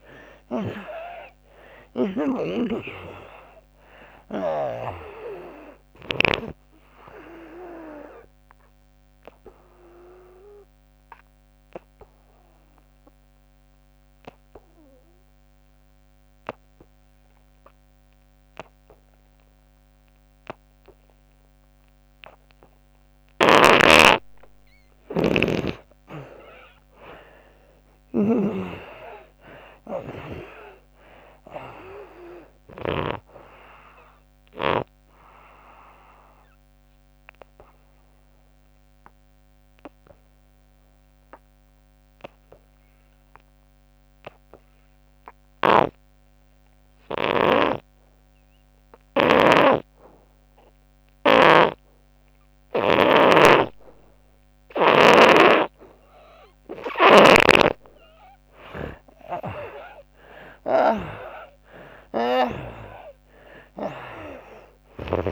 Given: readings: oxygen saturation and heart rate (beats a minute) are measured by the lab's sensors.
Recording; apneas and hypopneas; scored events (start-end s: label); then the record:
breathing in sleep by a microphone on the trachea; 2
0.00-1.50 s: arousal
8.00-23.50 s: obstructive apnea (oxygen 97% before, 77% lowest, heart rate 79 before, 65 extreme, up 23 after)
23.00-28.50 s: snoring (device-marked)
26.50-30.50 s: arousal
28.00-52.00 s: oxygen desaturation (device-marked, oxygen 97% before, 77% lowest, heart rate 73 before, 66 extreme)
36.00-56.50 s: obstructive apnea (oxygen 97% before, 75% lowest, heart rate 76 before, 66 extreme, up 26 after)
49.00-62.50 s: snoring (device-marked)
58.50-62.50 s: arousal
62.00-65.32 s: oxygen desaturation (device-marked, oxygen 95% before, 78% lowest, heart rate 70 before, 64 extreme)
From the record:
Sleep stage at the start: N2 (light sleep); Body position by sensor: on the back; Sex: female